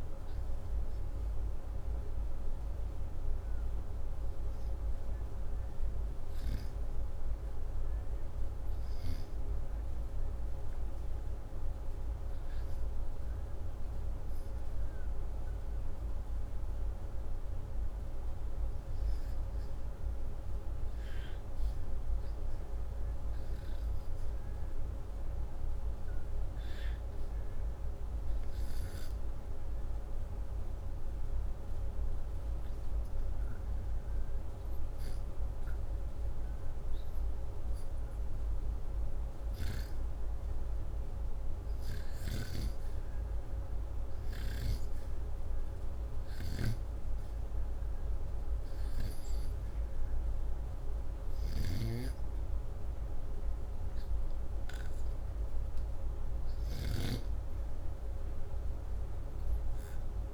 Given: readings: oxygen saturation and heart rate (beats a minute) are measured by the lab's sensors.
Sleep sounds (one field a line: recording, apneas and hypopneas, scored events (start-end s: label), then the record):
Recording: breathing in sleep, hard to hear, by a room microphone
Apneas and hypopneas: 1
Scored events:
0.00-10.50 s: oxygen desaturation (device-marked, oxygen 93% lowest, heart rate 78 extreme)
31.50-42.00 s: hypopnea (oxygen 96% before, 89% lowest, heart rate 80 before, 77 extreme, up 0 after)
44.00-47.00 s: arousal
From the record:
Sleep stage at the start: REM sleep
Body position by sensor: upright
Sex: male